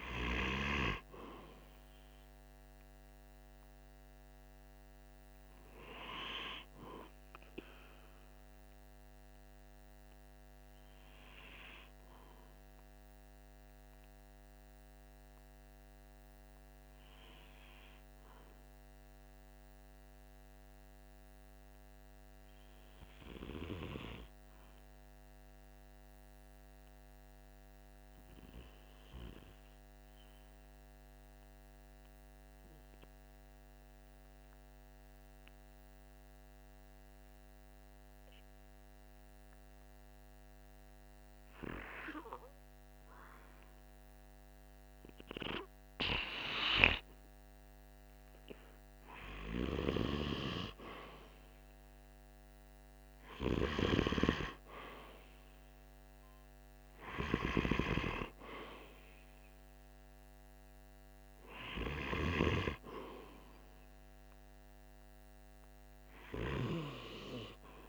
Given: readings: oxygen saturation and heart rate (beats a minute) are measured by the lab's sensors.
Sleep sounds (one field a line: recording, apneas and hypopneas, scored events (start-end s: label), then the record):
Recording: breathing in sleep by a microphone on the trachea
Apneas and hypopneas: 1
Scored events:
3.00-67.89 s: new sleep stage, REM sleep
12.00-41.50 s: obstructive apnea (oxygen 95% before, 92% lowest, heart rate 47 before, 45 extreme, up 0 after)
45.00-49.50 s: arousal
50.00-67.89 s: oxygen desaturation (device-marked, oxygen 97% before, 92% lowest, heart rate 46 before, 46 extreme)
From the record:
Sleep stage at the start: N2 (light sleep)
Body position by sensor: on the right side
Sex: male